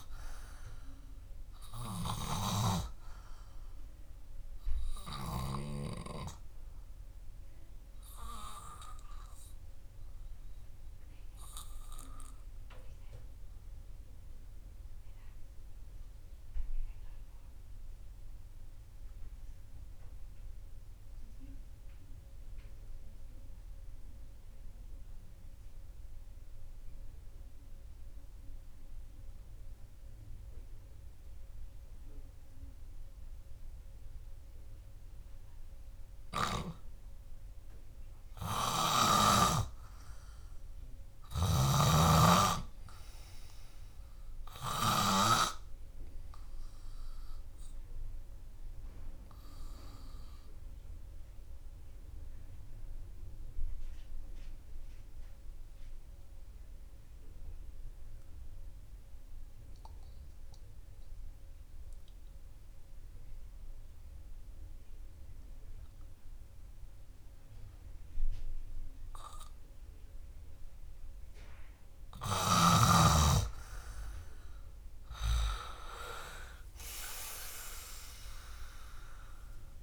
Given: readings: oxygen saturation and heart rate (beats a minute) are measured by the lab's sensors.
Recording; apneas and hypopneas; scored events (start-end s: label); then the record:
breathing in sleep by a room microphone; 2
10.50-36.00 s: obstructive apnea (oxygen 97% before, 90% lowest, heart rate 67 before, 56 extreme, up 2 after)
18.00-28.00 s: oxygen desaturation (device-marked, oxygen 97% before, 92% lowest, heart rate 71 before, 56 extreme)
41.50-46.00 s: arousal
51.50-72.50 s: obstructive apnea (oxygen 100% before, 90% lowest, heart rate 66 before, 59 extreme, up 11 after)
65.00-79.83 s: oxygen desaturation (device-marked, oxygen 97% before, 90% lowest, heart rate 72 before, 59 extreme)
77.50-79.83 s: arousal
From the record:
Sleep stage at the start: N2 (light sleep); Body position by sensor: on the back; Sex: male